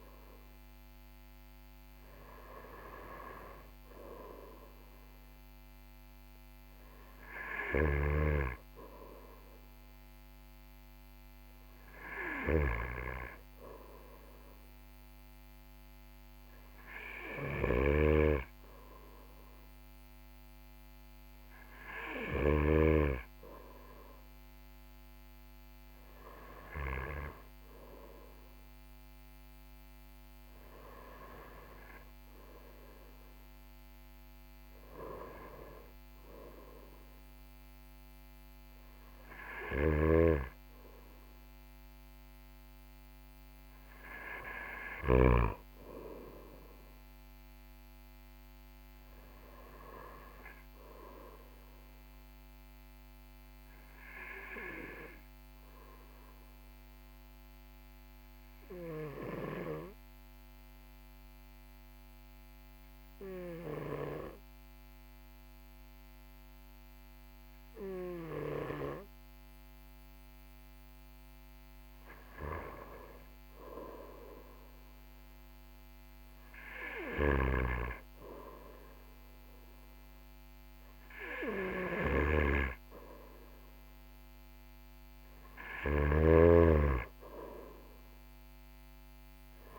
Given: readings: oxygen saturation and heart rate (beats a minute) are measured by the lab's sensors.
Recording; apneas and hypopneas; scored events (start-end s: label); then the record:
breathing in sleep by a microphone on the trachea; 1
17.00-22.00 s: snoring (device-marked)
39.00-45.00 s: snoring (device-marked)
59.00-71.50 s: hypopnea (oxygen 97% before, 96% lowest, heart rate 41 before, 39 extreme, up 2 after)
75.00-79.00 s: arousal
From the record:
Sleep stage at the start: N2 (light sleep); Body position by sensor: on the right side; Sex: male